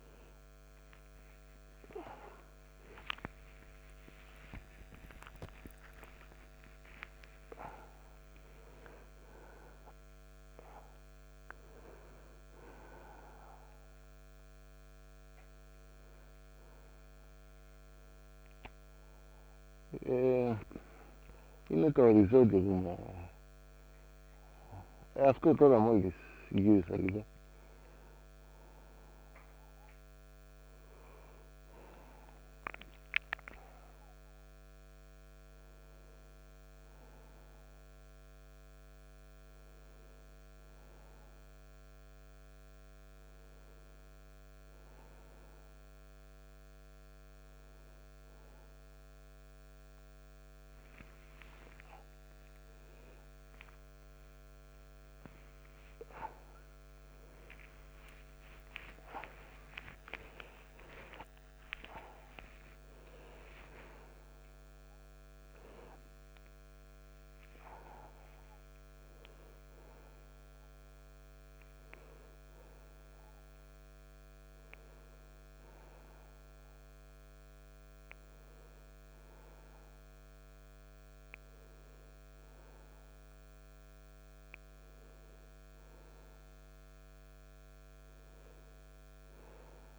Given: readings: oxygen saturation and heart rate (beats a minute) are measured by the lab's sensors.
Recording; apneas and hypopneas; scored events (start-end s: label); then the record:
a person awake in a sleep study, by a microphone on the trachea; none
6.50-89.99 s: new sleep stage, awake
21.50-25.50 s: snoring (device-marked)
From the record:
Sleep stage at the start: N2 (light sleep); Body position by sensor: on the back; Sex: male